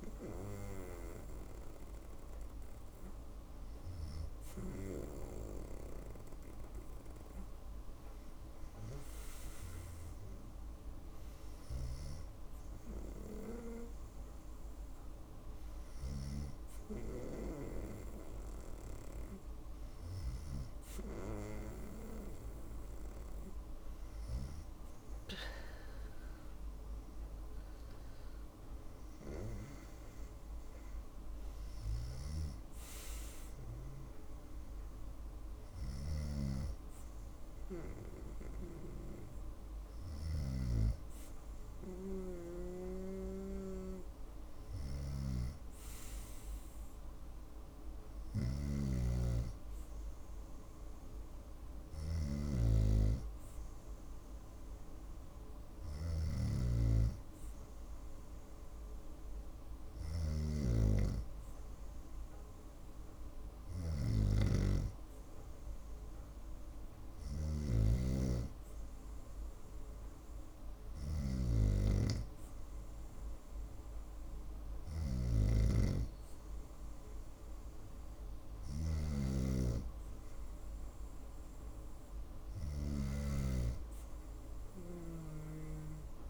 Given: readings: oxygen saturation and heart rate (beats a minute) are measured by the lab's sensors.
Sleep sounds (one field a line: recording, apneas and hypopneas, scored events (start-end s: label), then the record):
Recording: breathing in sleep by a room microphone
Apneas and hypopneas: none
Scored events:
47.50-82.50 s: snoring (device-marked)
From the record:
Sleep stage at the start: N2 (light sleep)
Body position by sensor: on the right side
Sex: female